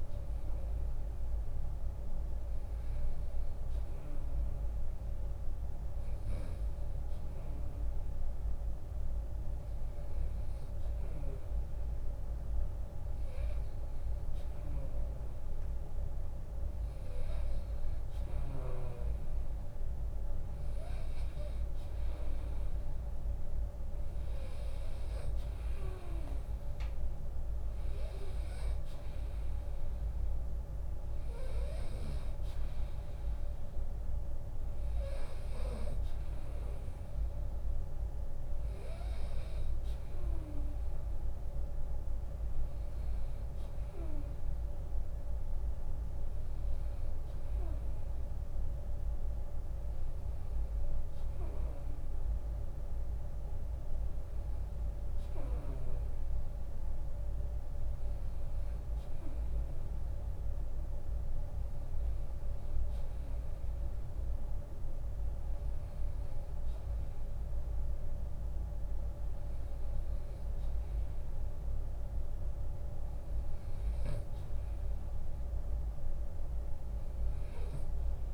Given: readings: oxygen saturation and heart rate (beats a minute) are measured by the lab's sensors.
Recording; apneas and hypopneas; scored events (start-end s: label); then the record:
breathing in sleep, hard to hear, by a room microphone; none
12.00-14.00 s: long interval between heartbeats (device-marked, heart rate 80 before, 83 extreme)
21.00-31.00 s: drop in pulse transit time (device-marked, heart rate 80 before, 68 extreme)
37.50-39.50 s: long interval between heartbeats (device-marked, heart rate 75 before, 76 extreme)
From the record:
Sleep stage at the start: REM sleep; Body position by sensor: on the right side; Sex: male